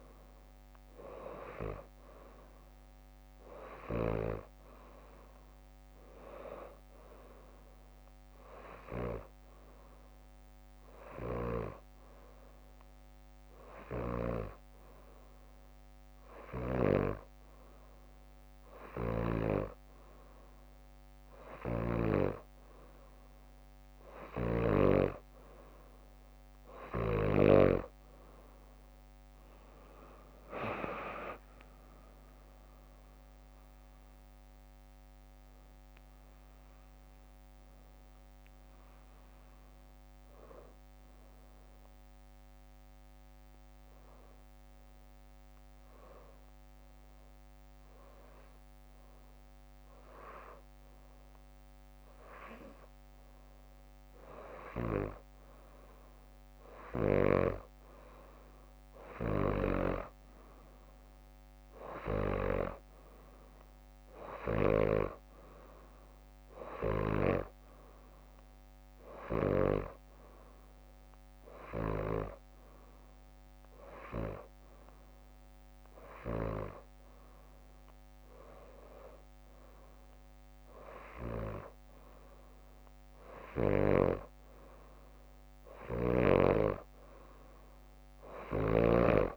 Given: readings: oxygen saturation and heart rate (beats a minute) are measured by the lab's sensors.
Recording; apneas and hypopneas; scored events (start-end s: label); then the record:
breathing in sleep by a microphone on the trachea; 3
0.00-3.00 s: arousal
8.50-19.50 s: hypopnea (oxygen 95% before, 93% lowest, heart rate 63 before, 57 extreme, up 2 after)
13.50-17.00 s: snoring (device-marked)
21.00-24.50 s: arousal
26.00-35.00 s: bradycardia (device-marked, heart rate 63 before, 57 extreme)
30.00-36.50 s: leg movement (device-marked)
31.50-36.00 s: arousal
35.00-50.00 s: drop in pulse transit time (device-marked, heart rate 61 before, 58 extreme)
41.50-52.50 s: hypopnea (oxygen 95% before, 93% lowest, heart rate 61 before, 58 extreme, up 2 after)
46.50-49.50 s: leg movement (device-marked)
56.00-60.00 s: arousal
71.50-82.00 s: hypopnea (oxygen 97% before, 93% lowest, heart rate 63 before, 57 extreme, up 6 after)
76.00-78.00 s: bradycardia (device-marked, heart rate 63 before, 63 extreme)
84.00-87.50 s: arousal
From the record:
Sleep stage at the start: N2 (light sleep); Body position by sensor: upright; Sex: female